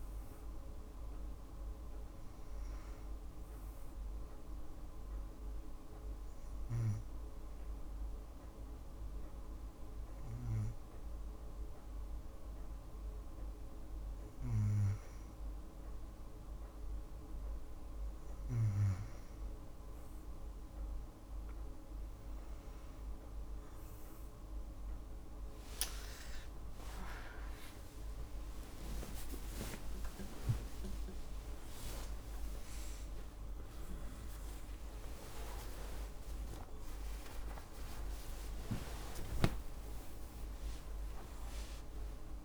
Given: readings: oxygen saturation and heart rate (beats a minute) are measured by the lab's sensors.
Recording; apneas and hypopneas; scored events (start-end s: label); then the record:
a person awake in a sleep study, by a room microphone; 1
3.00-14.50 s: hypopnea (oxygen 96% before, 91% lowest, heart rate 59 before, 58 extreme, up 2 after)
14.00-42.45 s: new sleep stage, awake
26.00-42.45 s: oxygen desaturation (device-marked, oxygen 95% before, 91% lowest, heart rate 59 before, 58 extreme)
27.00-42.45 s: tachycardia (device-marked, heart rate 61 before, 159 extreme)
From the record:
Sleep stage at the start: N2 (light sleep); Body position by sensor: on the back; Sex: female